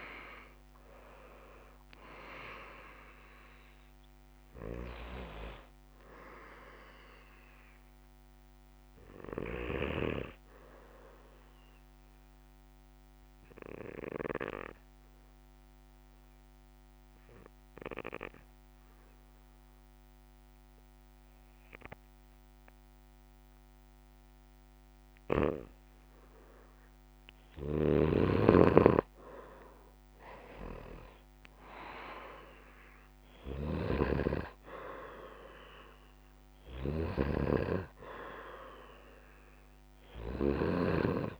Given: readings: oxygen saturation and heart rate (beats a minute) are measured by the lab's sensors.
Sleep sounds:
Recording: breathing in sleep by a microphone on the trachea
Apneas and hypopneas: 1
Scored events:
0.00-8.00 s: oxygen desaturation (device-marked, oxygen 92% lowest, heart rate 62 extreme)
12.50-28.50 s: hypopnea (oxygen 95% before, 92% lowest, heart rate 80 before, 63 extreme, up 9 after)
28.00-41.40 s: snoring (device-marked)
29.50-33.00 s: arousal
31.00-41.40 s: oxygen desaturation (device-marked, oxygen 98% before, 92% lowest, heart rate 64 before, 62 extreme)
From the record:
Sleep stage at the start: N2 (light sleep)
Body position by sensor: on the back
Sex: male

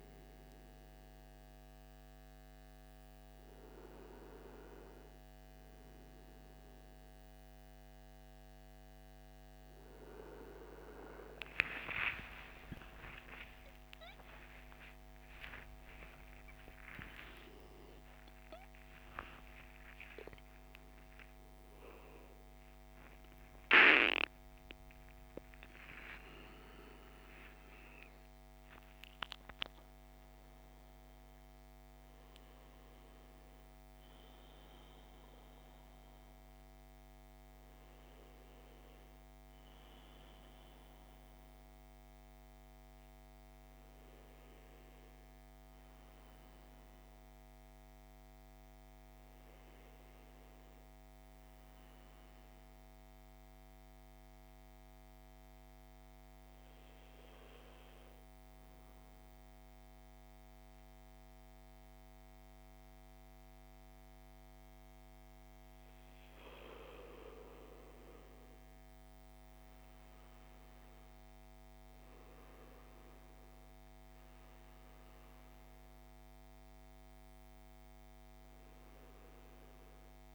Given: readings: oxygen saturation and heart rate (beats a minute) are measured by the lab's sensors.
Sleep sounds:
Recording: breathing in sleep by a microphone on the trachea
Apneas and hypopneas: 1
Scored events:
12.00-19.00 s: arousal
52.00-65.50 s: hypopnea (oxygen 99% before, 93% lowest)
68.50-73.00 s: arousal
71.50-80.35 s: oxygen desaturation (device-marked, oxygen 99% before, 96% lowest)
From the record:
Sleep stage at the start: N1 (lightest sleep)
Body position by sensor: on the back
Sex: male

